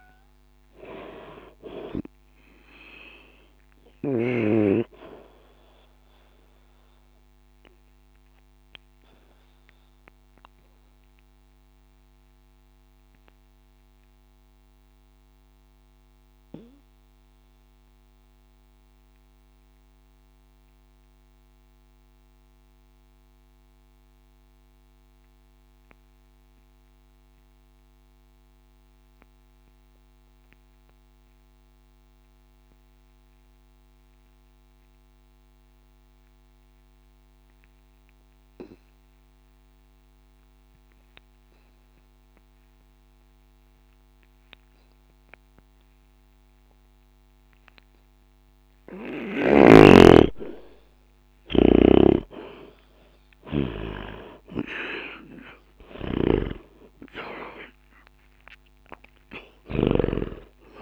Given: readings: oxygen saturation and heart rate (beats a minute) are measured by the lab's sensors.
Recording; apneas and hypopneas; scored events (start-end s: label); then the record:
breathing in sleep by a microphone on the trachea; 1
0.00-27.00 s: oxygen desaturation (device-marked, oxygen 75% lowest, heart rate 60 extreme)
7.00-49.50 s: obstructive apnea (oxygen 93% before, 75% lowest, heart rate 76 before, 61 extreme, up 1 after)
44.00-60.81 s: oxygen desaturation (device-marked, oxygen 99% before, 90% lowest, heart rate 63 before, 60 extreme)
51.50-56.50 s: arousal
56.00-60.00 s: snoring (device-marked)
From the record:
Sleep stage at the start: N2 (light sleep); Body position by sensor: on the back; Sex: male